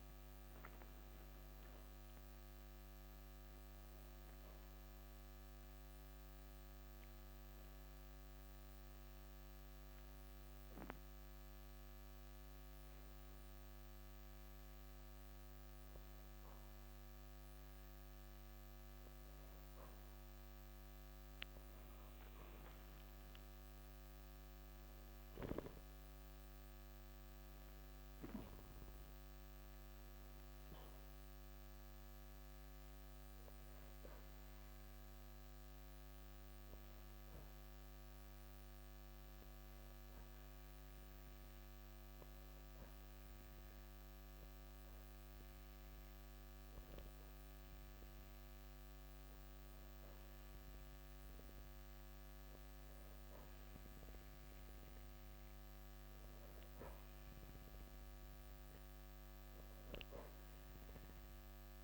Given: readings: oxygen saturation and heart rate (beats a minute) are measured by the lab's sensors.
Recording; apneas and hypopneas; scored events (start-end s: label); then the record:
breathing in sleep, hard to hear, by a microphone on the trachea; 2
10.00-21.00 s: hypopnea (oxygen 94% before, 92% lowest, heart rate 80 before, 55 extreme)
22.50-25.50 s: arousal
37.50-52.50 s: hypopnea (oxygen 95% before, 92% lowest, heart rate 82 before, 55 extreme, up 29 after)
55.50-59.00 s: arousal
58.00-61.83 s: oxygen desaturation (device-marked, oxygen 95% before, 92% lowest, heart rate 79 before, 54 extreme)
From the record:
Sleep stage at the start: N2 (light sleep); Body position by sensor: on the back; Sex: male